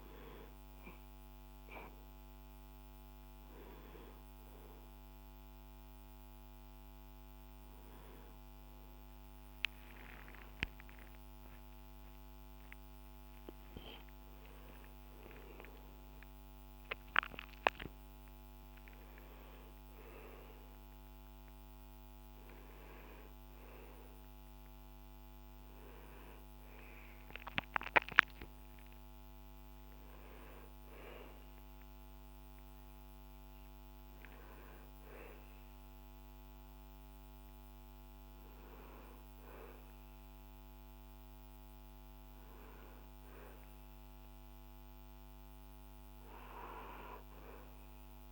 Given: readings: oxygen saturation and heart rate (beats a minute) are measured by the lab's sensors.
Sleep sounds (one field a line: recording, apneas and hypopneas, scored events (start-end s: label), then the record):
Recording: a person partly awake in a sleep study, by a microphone on the trachea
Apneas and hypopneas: none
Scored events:
16.00-48.32 s: new sleep stage, N1 (lightest sleep)
From the record:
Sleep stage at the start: awake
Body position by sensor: on the back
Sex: male